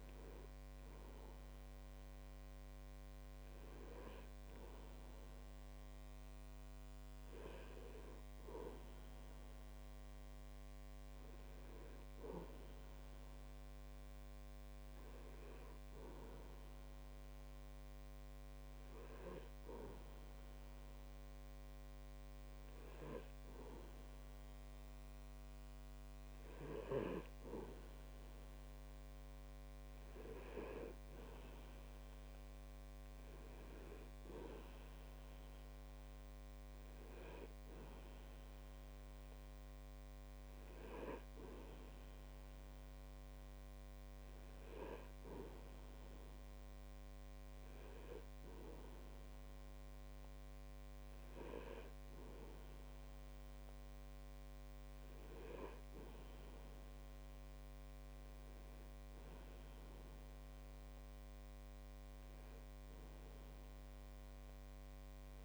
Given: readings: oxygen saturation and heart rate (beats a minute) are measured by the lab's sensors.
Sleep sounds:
breathing in sleep by a microphone on the trachea; none
none scored
From the record:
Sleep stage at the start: N2 (light sleep); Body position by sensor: on the back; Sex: male

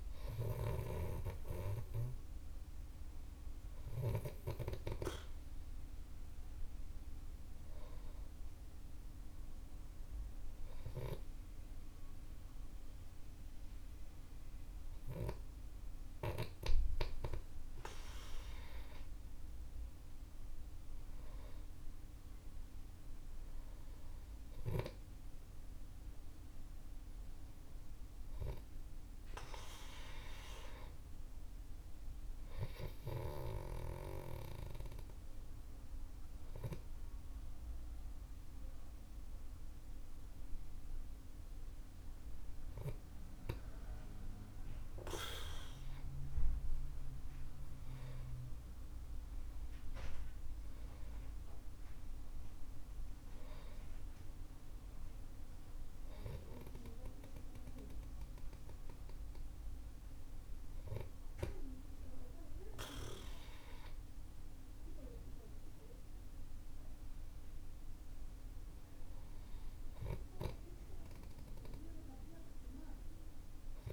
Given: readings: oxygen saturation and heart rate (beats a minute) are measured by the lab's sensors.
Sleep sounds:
breathing in sleep by a room microphone; none
46.00-51.50 s: arousal
From the record:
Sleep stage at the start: N2 (light sleep); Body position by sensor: on the back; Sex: male

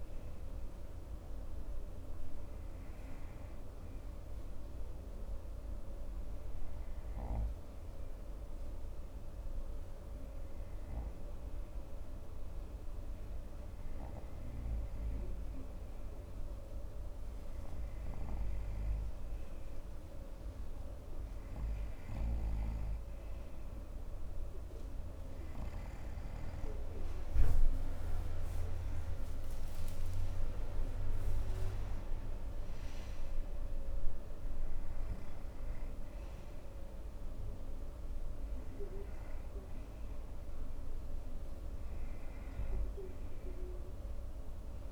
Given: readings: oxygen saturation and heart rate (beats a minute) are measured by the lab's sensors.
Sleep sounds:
breathing in sleep, hard to hear, by a room microphone; 1
2.50-19.50 s: obstructive apnea (oxygen 96% before, 92% lowest)
27.00-32.00 s: arousal
From the record:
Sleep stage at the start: N2 (light sleep); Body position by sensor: on the front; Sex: male

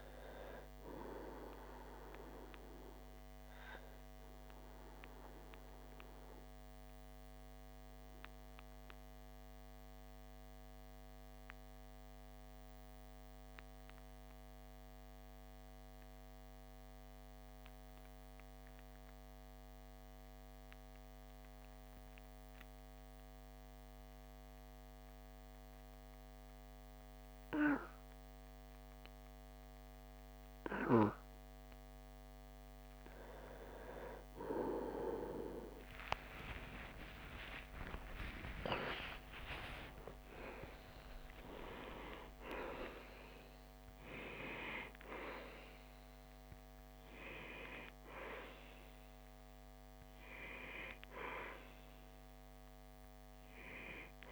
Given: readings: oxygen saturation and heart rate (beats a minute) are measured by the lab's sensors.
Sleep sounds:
breathing in sleep by a microphone on the trachea; 1
0.00-9.00 s: oxygen desaturation (device-marked, oxygen 92% lowest)
4.00-31.00 s: obstructive apnea (oxygen 97% before, 94% lowest)
35.50-40.50 s: arousal
From the record:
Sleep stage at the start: N2 (light sleep); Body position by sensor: on the back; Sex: male

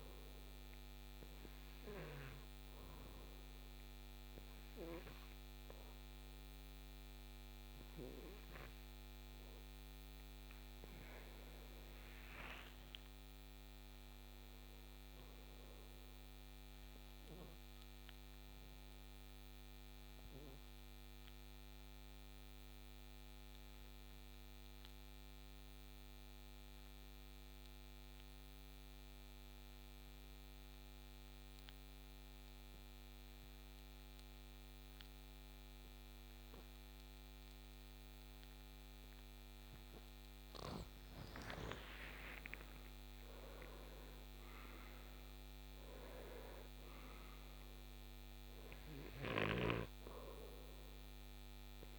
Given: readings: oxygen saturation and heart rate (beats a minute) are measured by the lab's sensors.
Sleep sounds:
breathing in sleep by a microphone on the trachea; 2
1.00-12.00 s: hypopnea (oxygen 97% before, 86% lowest, heart rate 66 before, 52 extreme, up 15 after)
13.00-17.00 s: arousal
21.50-38.50 s: obstructive apnea (oxygen 96% before, 86% lowest, heart rate 62 before, 55 extreme, up 20 after)
38.00-51.99 s: oxygen desaturation (device-marked, oxygen 95% before, 86% lowest, heart rate 58 before, 55 extreme)
40.50-45.00 s: arousal
From the record:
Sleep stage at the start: N2 (light sleep); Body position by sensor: on the right side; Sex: male

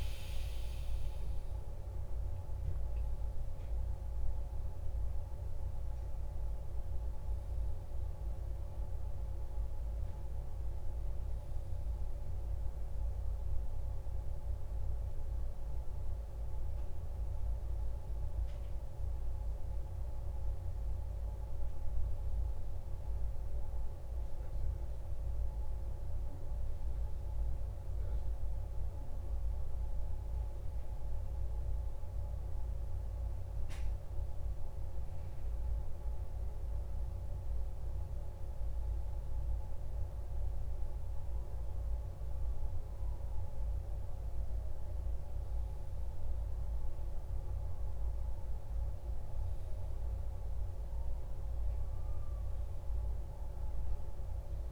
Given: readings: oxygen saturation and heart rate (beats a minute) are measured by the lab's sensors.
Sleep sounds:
a person awake in a sleep study, hard to hear, by a room microphone; none
none scored
From the record:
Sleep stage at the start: awake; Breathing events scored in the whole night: 46 in 3.9 hours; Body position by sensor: on the back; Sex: male

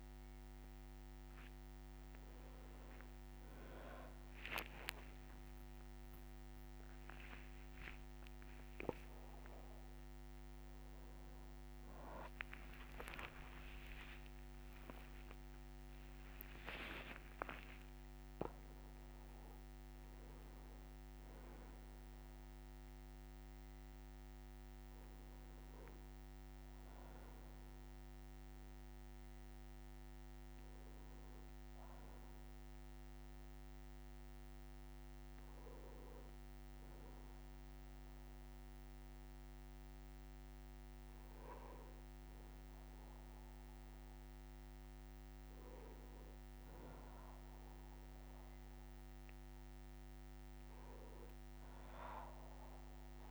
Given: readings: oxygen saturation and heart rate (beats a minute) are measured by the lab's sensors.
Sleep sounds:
a person awake in a sleep study, by a microphone on the trachea; none
7.00-9.00 s: long interval between heartbeats (device-marked, heart rate 65 before, 79 extreme)
13.00-15.00 s: long interval between heartbeats (device-marked, heart rate 71 before, 91 extreme)
13.50-16.50 s: tachycardia (device-marked, heart rate 65 before, 93 extreme)
15.00-17.00 s: long interval between heartbeats (device-marked, heart rate 74 before, 91 extreme)
17.00-19.00 s: long interval between heartbeats (device-marked, heart rate 77 before, 104 extreme)
34.50-53.31 s: new sleep stage, N2 (light sleep)
From the record:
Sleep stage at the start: awake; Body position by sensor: on the back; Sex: male

